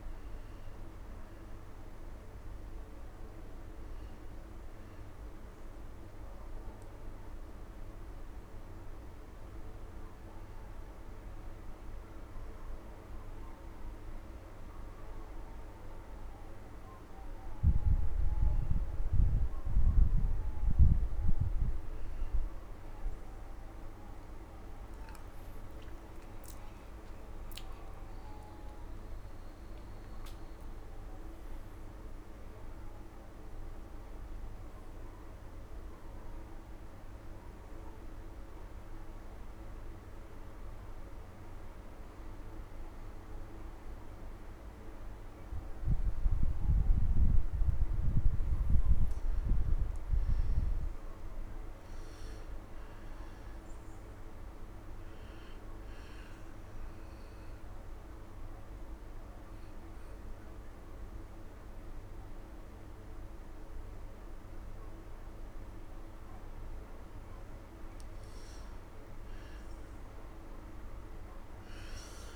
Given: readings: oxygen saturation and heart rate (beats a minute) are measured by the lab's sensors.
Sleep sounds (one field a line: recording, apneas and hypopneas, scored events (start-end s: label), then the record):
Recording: breathing in sleep, hard to hear, by a room microphone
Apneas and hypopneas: 3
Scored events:
0.00-9.00 s: oxygen desaturation (device-marked, oxygen 91% lowest, heart rate 66 extreme)
6.50-18.00 s: hypopnea (oxygen 94% before, 90% lowest, heart rate 63 before, 66 extreme)
23.50-28.50 s: arousal
37.50-48.00 s: obstructive apnea (oxygen 95% before, 90% lowest, heart rate 95 before, 58 extreme, up 35 after)
49.50-53.00 s: arousal
50.00-64.00 s: oxygen desaturation (device-marked, oxygen 95% before, 90% lowest, heart rate 98 before, 58 extreme)
56.00-66.50 s: obstructive apnea (oxygen 95% before, 90% lowest, heart rate 103 before, 58 extreme, up 40 after)
68.00-71.00 s: arousal
From the record:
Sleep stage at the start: N2 (light sleep)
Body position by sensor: on the right side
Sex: male